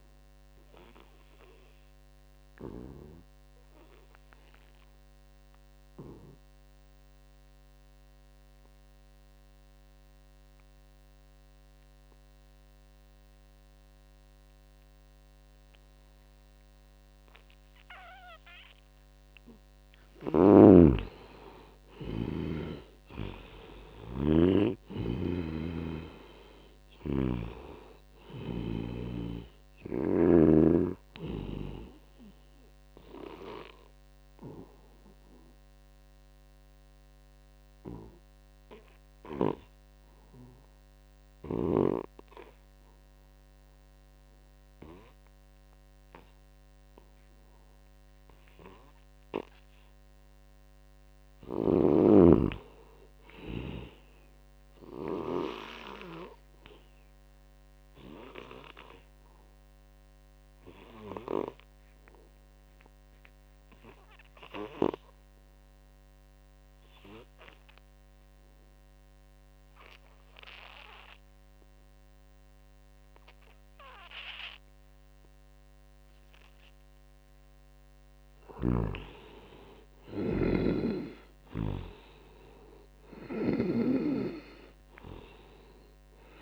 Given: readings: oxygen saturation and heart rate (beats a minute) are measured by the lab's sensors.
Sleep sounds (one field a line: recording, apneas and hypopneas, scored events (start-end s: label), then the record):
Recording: breathing in sleep by a microphone on the trachea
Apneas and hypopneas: 3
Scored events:
1.00-20.50 s: obstructive apnea (oxygen 93% before, 78% lowest, heart rate 75 before, 73 extreme, up 7 after)
15.00-45.00 s: oxygen desaturation (device-marked, oxygen 92% before, 78% lowest, heart rate 75 before, 73 extreme)
22.00-27.00 s: arousal
24.50-28.50 s: snoring (device-marked)
32.50-50.00 s: obstructive apnea (oxygen 92% before, 77% lowest, heart rate 76 before, 73 extreme, up 0 after)
50.00-68.00 s: oxygen desaturation (device-marked, oxygen 98% before, 86% lowest, heart rate 80 before, 67 extreme)
52.00-56.00 s: arousal
58.50-75.50 s: obstructive apnea (oxygen 98% before, 77% lowest, heart rate 79 before, 67 extreme, up 0 after)
70.00-86.42 s: oxygen desaturation (device-marked, oxygen 95% before, 77% lowest, heart rate 78 before, 67 extreme)
78.00-81.50 s: snoring (device-marked)
79.50-82.50 s: arousal
From the record:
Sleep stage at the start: N2 (light sleep)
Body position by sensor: on the back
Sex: male